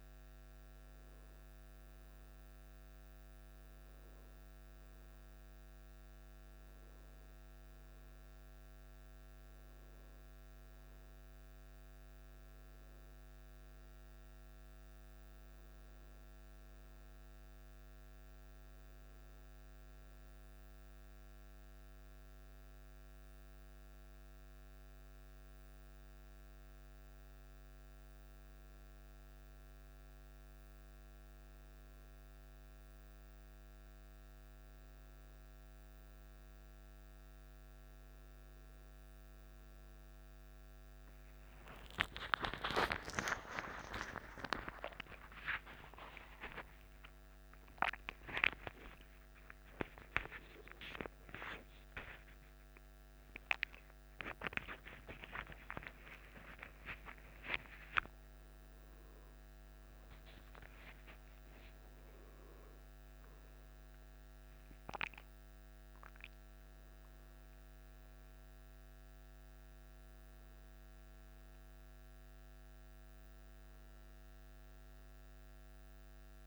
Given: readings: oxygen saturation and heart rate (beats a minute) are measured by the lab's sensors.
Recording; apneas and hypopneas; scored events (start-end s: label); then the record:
a person partly awake in a sleep study, by a microphone on the trachea; none
30.50-60.50 s: new sleep stage, awake
60.50-76.47 s: new sleep stage, N1 (lightest sleep)
From the record:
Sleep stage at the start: N1 (lightest sleep); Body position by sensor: on the back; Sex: male